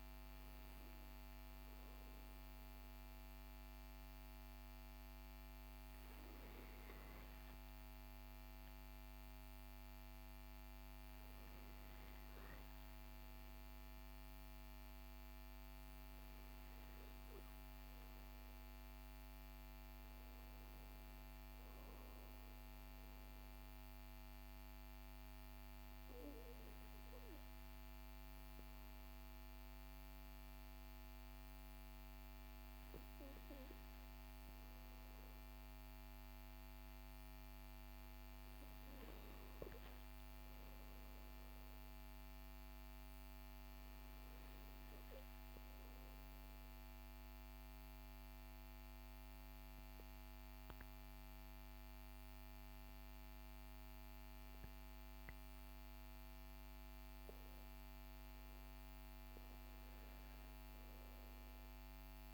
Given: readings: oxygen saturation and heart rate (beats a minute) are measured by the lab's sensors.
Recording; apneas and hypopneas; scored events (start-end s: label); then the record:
breathing in sleep, hard to hear, by a microphone on the trachea; 2
22.00-32.50 s: obstructive apnea (oxygen 99% before, 96% lowest, heart rate 57 before, 46 extreme, up 13 after)
35.00-39.50 s: arousal
45.50-56.00 s: obstructive apnea (oxygen 98% before, 96% lowest, heart rate 53 before, 54 extreme, up 16 after)
60.50-62.34 s: arousal
From the record:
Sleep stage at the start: REM sleep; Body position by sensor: on the back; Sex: male